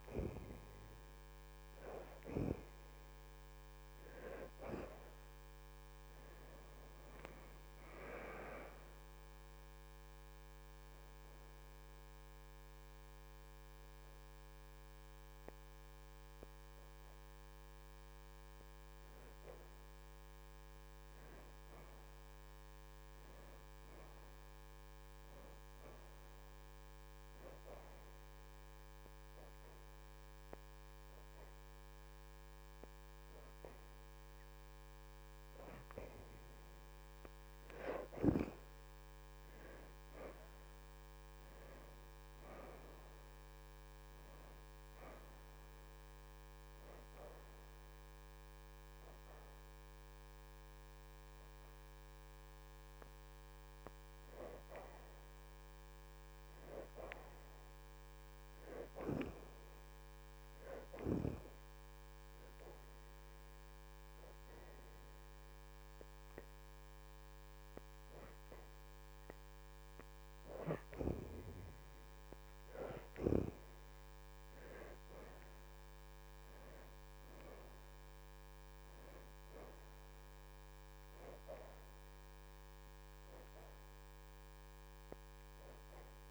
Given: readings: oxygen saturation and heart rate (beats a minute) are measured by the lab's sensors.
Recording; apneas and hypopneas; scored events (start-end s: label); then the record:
breathing in sleep by a microphone on the trachea; 2
0.00-5.00 s: oxygen desaturation (device-marked, oxygen 70% lowest, heart rate 78 extreme)
8.00-12.00 s: arousal
10.00-33.00 s: oxygen desaturation (device-marked, oxygen 72% before, 63% lowest, heart rate 83 before, 76 extreme)
27.50-37.50 s: hypopnea (oxygen 72% before, 61% lowest, heart rate 82 before, 75 extreme, up 5 after)
35.00-44.00 s: oxygen desaturation (device-marked, oxygen 78% before, 67% lowest, heart rate 80 before, 75 extreme)
41.00-45.00 s: arousal
52.00-63.00 s: oxygen desaturation (device-marked, oxygen 78% before, 62% lowest, heart rate 81 before, 75 extreme)
63.50-73.50 s: hypopnea (oxygen 78% before, 56% lowest, heart rate 79 before, 78 extreme, up 7 after)
65.00-75.00 s: oxygen desaturation (device-marked, oxygen 81% before, 69% lowest, heart rate 79 before, 78 extreme)
75.50-79.50 s: arousal
77.00-86.31 s: oxygen desaturation (device-marked, oxygen 75% before, 61% lowest, heart rate 79 before, 78 extreme)
From the record:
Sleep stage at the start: N2 (light sleep); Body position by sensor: on the back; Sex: female